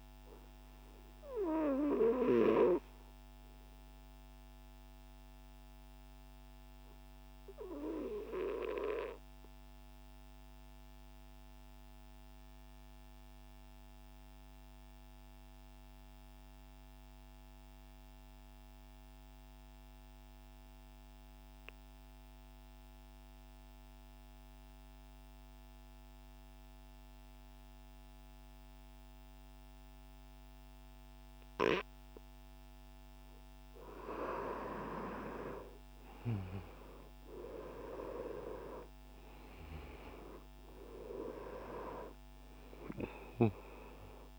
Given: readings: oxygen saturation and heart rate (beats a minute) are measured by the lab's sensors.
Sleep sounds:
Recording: breathing in sleep by a microphone on the trachea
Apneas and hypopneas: 1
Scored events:
6.50-33.00 s: obstructive apnea (oxygen 98% before, 92% lowest)
23.50-44.39 s: oxygen desaturation (device-marked, oxygen 98% before, 92% lowest)
35.00-39.50 s: arousal
From the record:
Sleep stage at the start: N2 (light sleep)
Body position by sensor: on the right side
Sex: male

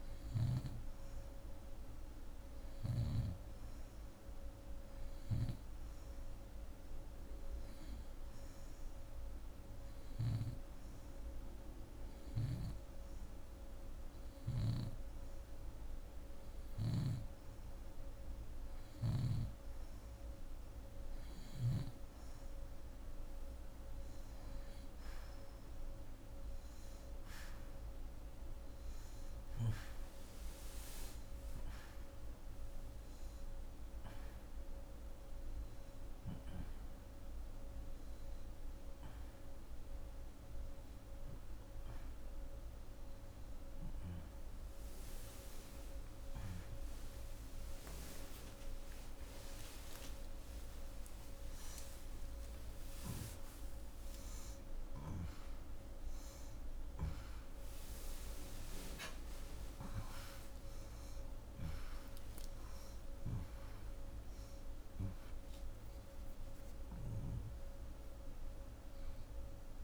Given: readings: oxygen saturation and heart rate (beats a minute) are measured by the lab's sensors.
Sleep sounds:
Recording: a person partly awake in a sleep study, by a room microphone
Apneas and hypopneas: 1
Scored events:
10.00-20.00 s: hypopnea (oxygen 87% before, 86% lowest, heart rate 130 before, 68 extreme, up 32 after)
39.50-69.50 s: new sleep stage, awake
58.50-62.50 s: oxygen desaturation (device-marked, oxygen 91% before, 86% lowest)
69.50-69.84 s: new sleep stage, N1 (lightest sleep)
From the record:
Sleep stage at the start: N2 (light sleep)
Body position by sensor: on the back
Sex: female

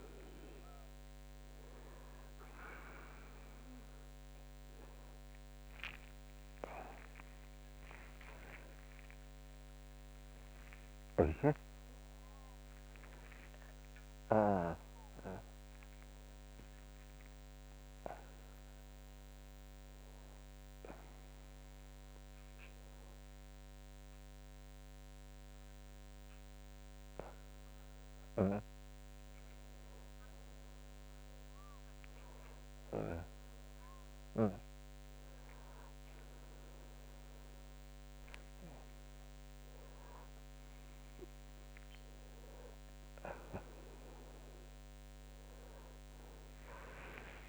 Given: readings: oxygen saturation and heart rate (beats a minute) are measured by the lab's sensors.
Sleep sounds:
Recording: a person awake in a sleep study, by a microphone on the trachea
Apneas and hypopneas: none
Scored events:
43.50-47.48 s: new sleep stage, N1 (lightest sleep)
From the record:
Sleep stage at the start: awake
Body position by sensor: on the back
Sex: male

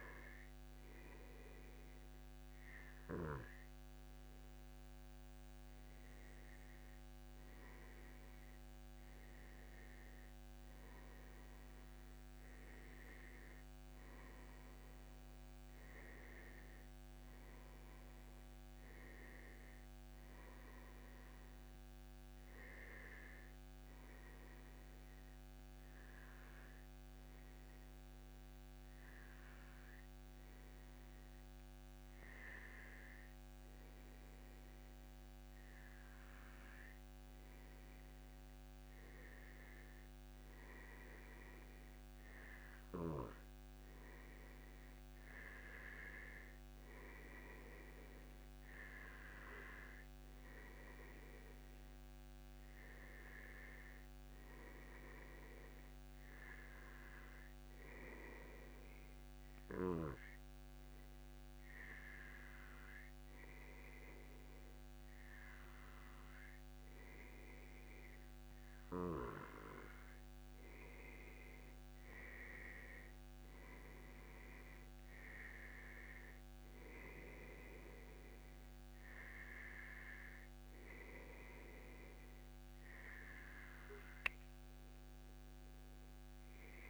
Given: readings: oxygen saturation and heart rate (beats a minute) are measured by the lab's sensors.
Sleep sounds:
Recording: breathing in sleep by a microphone on the trachea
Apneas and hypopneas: none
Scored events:
25.00-27.00 s: long interval between heartbeats (device-marked, heart rate 145 before, 118 extreme)
From the record:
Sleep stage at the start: N2 (light sleep)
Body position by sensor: on the back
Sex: male

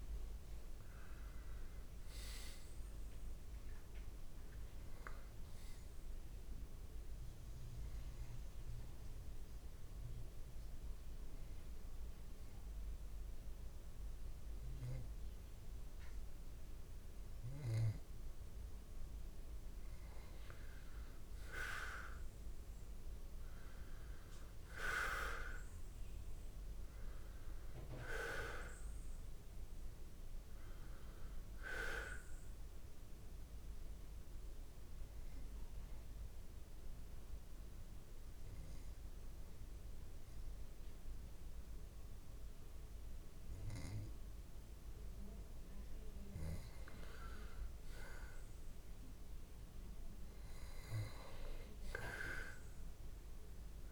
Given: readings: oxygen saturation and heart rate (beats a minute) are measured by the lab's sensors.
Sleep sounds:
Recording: breathing in sleep by a room microphone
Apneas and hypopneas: 2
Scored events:
0.00-18.00 s: oxygen desaturation (device-marked, oxygen 89% lowest)
8.50-19.50 s: obstructive apnea (oxygen 94% before, 86% lowest)
22.00-26.00 s: arousal
25.00-44.00 s: oxygen desaturation (device-marked, oxygen 94% before, 86% lowest)
35.00-45.50 s: obstructive apnea (oxygen 94% before, 86% lowest)
From the record:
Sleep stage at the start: N2 (light sleep)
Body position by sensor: on the back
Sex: male

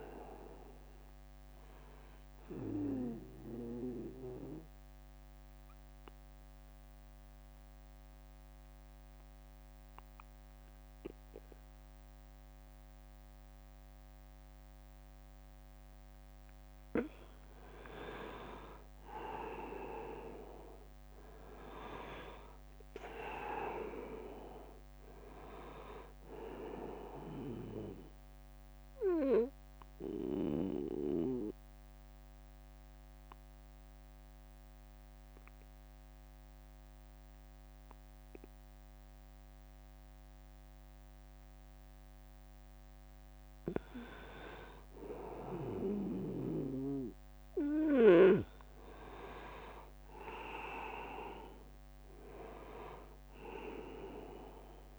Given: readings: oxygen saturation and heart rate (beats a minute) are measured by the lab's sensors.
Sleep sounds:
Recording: breathing in sleep by a microphone on the trachea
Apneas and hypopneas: 2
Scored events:
0.00-13.50 s: oxygen desaturation (device-marked, oxygen 94% lowest, heart rate 48 extreme)
1.00-3.00 s: long interval between heartbeats (device-marked, heart rate 63 before, 73 extreme)
2.50-16.50 s: obstructive apnea (oxygen 100% before, 92% lowest, heart rate 64 before, 48 extreme, up 26 after)
12.50-14.50 s: long interval between heartbeats (device-marked, heart rate 69 before, 65 extreme)
12.50-17.50 s: bradycardia (device-marked, heart rate 74 before, 53 extreme)
19.00-22.50 s: arousal
23.50-33.50 s: drop in pulse transit time (device-marked, heart rate 68 before, 64 extreme)
24.00-26.00 s: long interval between heartbeats (device-marked, heart rate 68 before, 79 extreme)
27.00-42.50 s: obstructive apnea (oxygen 99% before, 90% lowest, heart rate 68 before, 61 extreme, up 20 after)
27.50-29.50 s: long interval between heartbeats (device-marked, heart rate 67 before, 64 extreme)
30.50-32.50 s: long interval between heartbeats (device-marked, heart rate 66 before, 64 extreme)
30.50-44.50 s: oxygen desaturation (device-marked, oxygen 98% before, 92% lowest, heart rate 66 before, 61 extreme)
39.00-41.00 s: long interval between heartbeats (device-marked, heart rate 66 before, 67 extreme)
46.00-49.50 s: arousal
47.00-49.00 s: long interval between heartbeats (device-marked, heart rate 65 before, 81 extreme)
50.00-52.00 s: long interval between heartbeats (device-marked, heart rate 67 before, 76 extreme)
50.50-54.98 s: drop in pulse transit time (device-marked, heart rate 68 before, 64 extreme)
52.50-54.98 s: oxygen desaturation (device-marked, oxygen 99% before, 93% lowest, heart rate 69 before, 72 extreme)
From the record:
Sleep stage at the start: N2 (light sleep)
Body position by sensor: on the back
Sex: male

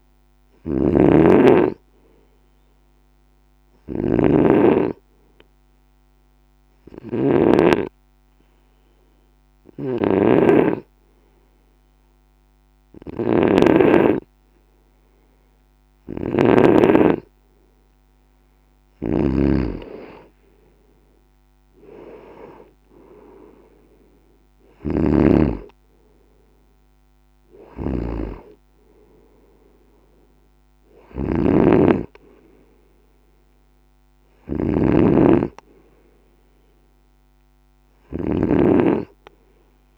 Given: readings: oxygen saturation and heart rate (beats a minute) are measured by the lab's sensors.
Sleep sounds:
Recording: breathing in sleep by a microphone on the trachea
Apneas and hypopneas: 1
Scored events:
0.00-7.50 s: snoring (device-marked)
4.50-16.50 s: hypopnea (oxygen 95% before, 90% lowest, heart rate 55 before, 54 extreme, up 8 after)
9.50-39.98 s: snoring (device-marked)
10.50-19.50 s: oxygen desaturation (device-marked, oxygen 95% before, 90% lowest, heart rate 55 before, 53 extreme)
19.50-23.50 s: arousal
From the record:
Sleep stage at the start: N2 (light sleep)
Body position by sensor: on the right side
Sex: male

